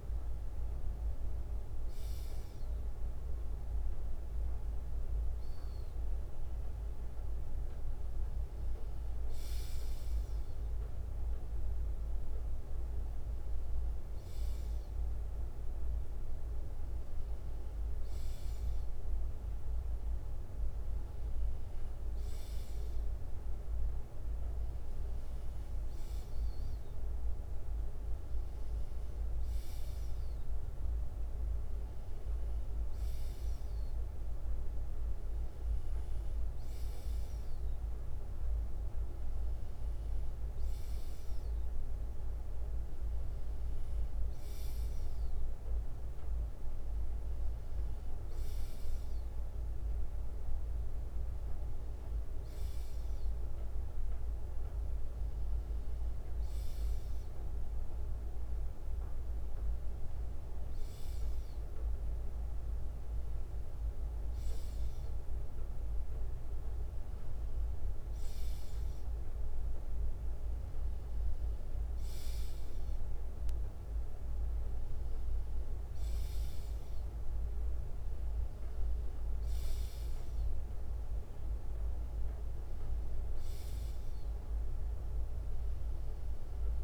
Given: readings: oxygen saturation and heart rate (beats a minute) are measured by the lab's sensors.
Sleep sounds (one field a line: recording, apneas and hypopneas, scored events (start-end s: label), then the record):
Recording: breathing in sleep, hard to hear, by a room microphone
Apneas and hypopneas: none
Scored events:
0.00-18.00 s: bradycardia (device-marked, heart rate 57 extreme)
60.00-62.00 s: bradycardia (device-marked, heart rate 61 before, 58 extreme)
73.00-76.00 s: bradycardia (device-marked, heart rate 61 before, 60 extreme)
From the record:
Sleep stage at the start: N2 (light sleep)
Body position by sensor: on the left side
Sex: male